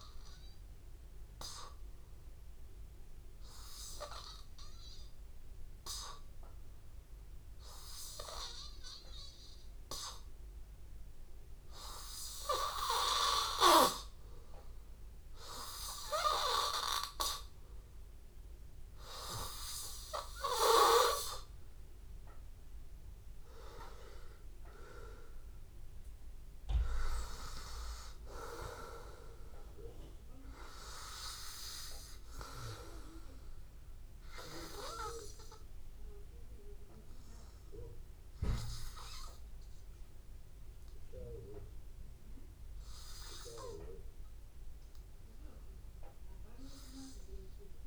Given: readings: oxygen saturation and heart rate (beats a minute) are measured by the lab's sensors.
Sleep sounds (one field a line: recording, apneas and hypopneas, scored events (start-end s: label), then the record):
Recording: breathing in sleep by a room microphone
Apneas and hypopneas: 1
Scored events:
2.50-22.50 s: hypopnea (oxygen 94% before, 89% lowest, heart rate 84 before, 83 extreme, up 3 after)
12.00-40.00 s: oxygen desaturation (device-marked, oxygen 93% before, 89% lowest, heart rate 84 before, 83 extreme)
25.00-27.50 s: arousal
43.00-46.50 s: arousal
From the record:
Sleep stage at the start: N2 (light sleep)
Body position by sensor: on the back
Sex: male